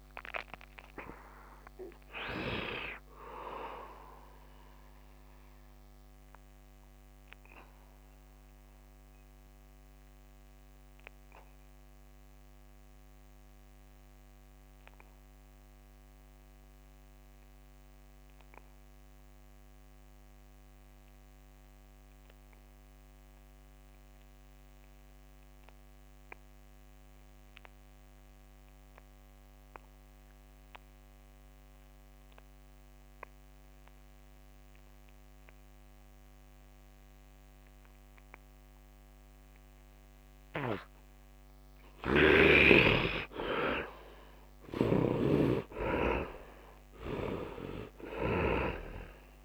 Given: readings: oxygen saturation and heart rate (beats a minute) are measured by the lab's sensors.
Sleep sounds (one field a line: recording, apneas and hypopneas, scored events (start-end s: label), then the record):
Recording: breathing in sleep by a microphone on the trachea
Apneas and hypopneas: 1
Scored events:
0.00-9.00 s: oxygen desaturation (device-marked, oxygen 67% lowest, heart rate 68 extreme)
7.00-41.00 s: obstructive apnea (oxygen 92% before, 63% lowest, heart rate 87 before, 68 extreme, up 30 after)
26.00-49.45 s: oxygen desaturation (device-marked, oxygen 99% before, 63% lowest, heart rate 71 before, 70 extreme)
41.50-49.45 s: snoring (device-marked)
42.50-47.50 s: arousal
From the record:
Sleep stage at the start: N2 (light sleep)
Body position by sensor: on the back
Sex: male